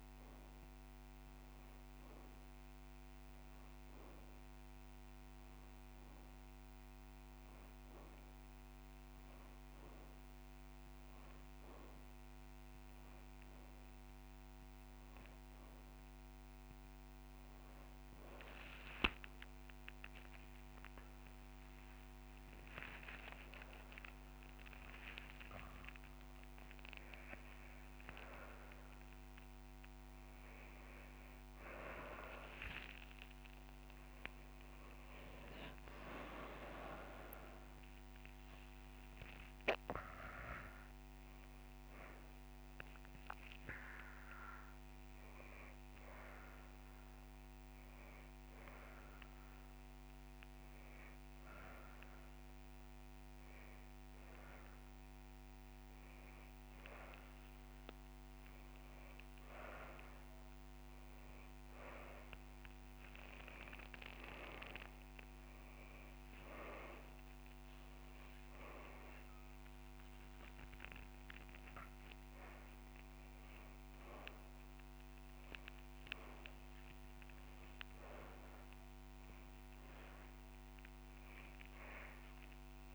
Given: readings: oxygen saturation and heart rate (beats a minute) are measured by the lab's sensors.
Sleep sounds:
breathing in sleep by a microphone on the trachea; 1
0.50-2.50 s: long interval between heartbeats (device-marked, heart rate 33 before, 27 extreme)
4.00-6.00 s: long interval between heartbeats (device-marked, heart rate 31 before, 31 extreme)
12.50-14.50 s: long interval between heartbeats (device-marked)
16.50-18.50 s: long interval between heartbeats (device-marked)
20.00-22.00 s: long interval between heartbeats (device-marked)
24.50-26.50 s: long interval between heartbeats (device-marked)
28.50-30.50 s: long interval between heartbeats (device-marked)
32.50-34.50 s: long interval between heartbeats (device-marked)
32.50-36.50 s: arousal
37.50-39.50 s: long interval between heartbeats (device-marked)
41.00-43.00 s: long interval between heartbeats (device-marked)
44.50-57.00 s: hypopnea (oxygen 97% before, 94% lowest)
45.50-59.50 s: drop in pulse transit time (device-marked)
46.50-48.50 s: long interval between heartbeats (device-marked)
49.50-51.50 s: long interval between heartbeats (device-marked, heart rate 30 before, 42 extreme)
55.50-57.50 s: long interval between heartbeats (device-marked, heart rate 32 before, 37 extreme)
58.50-60.50 s: long interval between heartbeats (device-marked, heart rate 34 before, 33 extreme)
63.00-65.00 s: long interval between heartbeats (device-marked, heart rate 35 before, 32 extreme)
63.00-66.50 s: arousal
67.50-69.50 s: long interval between heartbeats (device-marked, heart rate 34 before, 27 extreme)
72.50-74.50 s: long interval between heartbeats (device-marked, heart rate 31 before, 32 extreme)
80.00-82.00 s: long interval between heartbeats (device-marked, heart rate 30 before, 25 extreme)
From the record:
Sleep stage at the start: N2 (light sleep); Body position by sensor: on the back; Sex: male

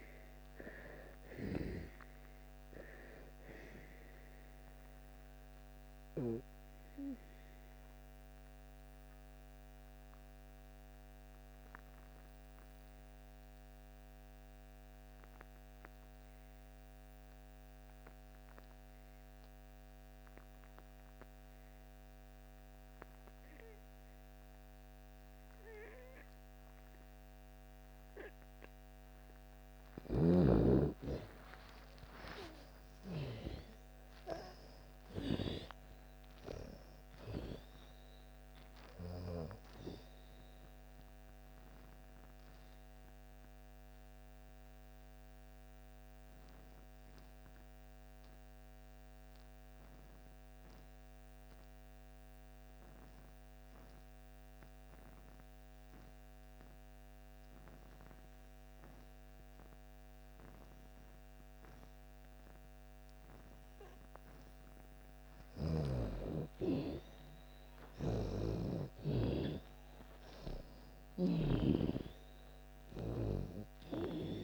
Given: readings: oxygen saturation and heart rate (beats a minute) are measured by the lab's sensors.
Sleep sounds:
breathing in sleep by a microphone on the trachea; 2
0.00-16.00 s: oxygen desaturation (device-marked, oxygen 80% lowest)
5.00-29.00 s: mixed apnea (oxygen 98% before, 80% lowest)
26.00-56.00 s: oxygen desaturation (device-marked, oxygen 98% before, 80% lowest)
29.50-33.00 s: snoring (device-marked)
30.50-34.50 s: arousal
41.50-63.50 s: obstructive apnea (oxygen 98% before, 77% lowest)
62.00-74.44 s: oxygen desaturation (device-marked, oxygen 98% before, 82% lowest)
66.50-70.50 s: arousal
67.50-71.00 s: snoring (device-marked)
From the record:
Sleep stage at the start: N2 (light sleep); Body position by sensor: on the back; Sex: female

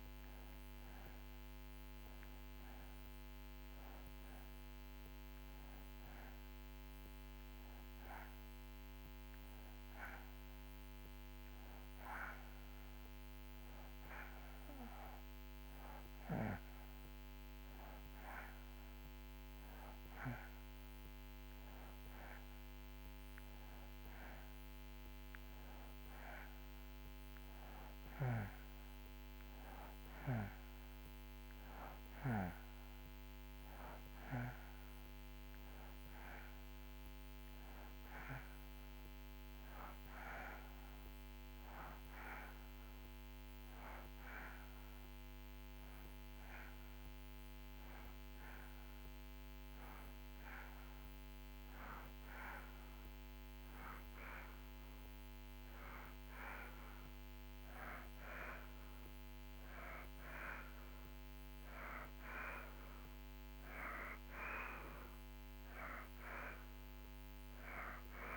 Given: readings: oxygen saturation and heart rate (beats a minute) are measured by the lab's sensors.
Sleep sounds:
breathing in sleep by a microphone on the trachea; none
none scored
From the record:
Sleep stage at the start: N2 (light sleep); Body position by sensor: on the back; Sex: male

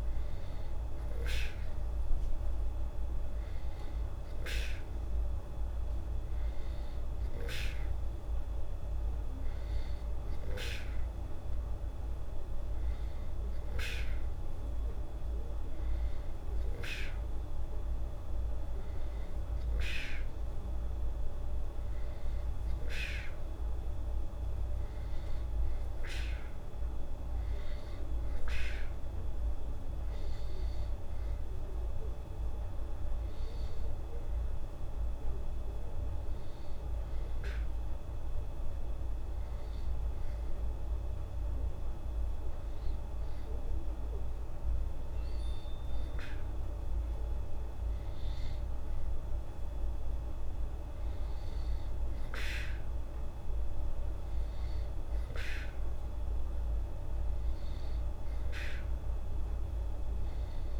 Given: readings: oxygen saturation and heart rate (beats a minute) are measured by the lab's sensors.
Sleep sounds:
breathing in sleep by a room microphone; none
none scored
From the record:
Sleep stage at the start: N2 (light sleep); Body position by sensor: on the back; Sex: female

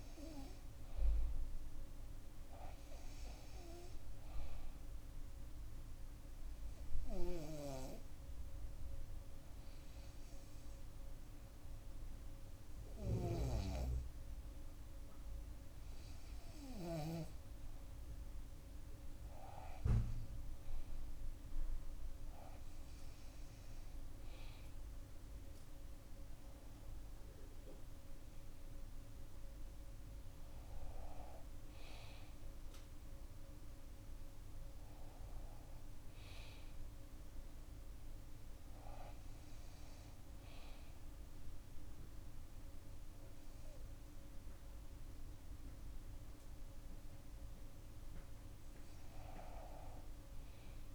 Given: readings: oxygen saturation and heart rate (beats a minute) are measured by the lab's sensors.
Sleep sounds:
breathing in sleep by a room microphone; 1
4.50-17.00 s: hypopnea (oxygen 96% before, 93% lowest, heart rate 68 before, 60 extreme, up 10 after)
23.50-27.50 s: arousal
46.50-50.95 s: new sleep stage, REM sleep
From the record:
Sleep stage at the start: N2 (light sleep); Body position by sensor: on the back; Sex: female

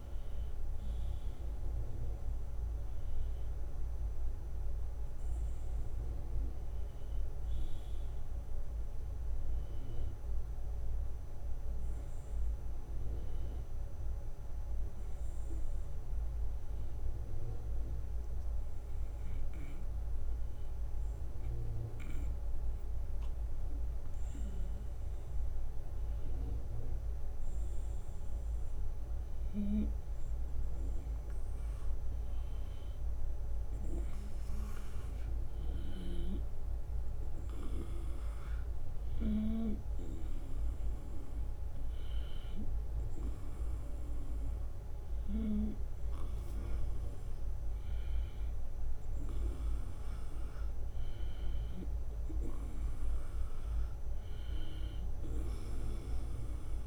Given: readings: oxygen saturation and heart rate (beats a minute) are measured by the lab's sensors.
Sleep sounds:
breathing in sleep by a room microphone; none
45.00-56.87 s: new sleep stage, N2 (light sleep)
From the record:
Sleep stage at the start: N1 (lightest sleep); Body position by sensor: on the right side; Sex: male

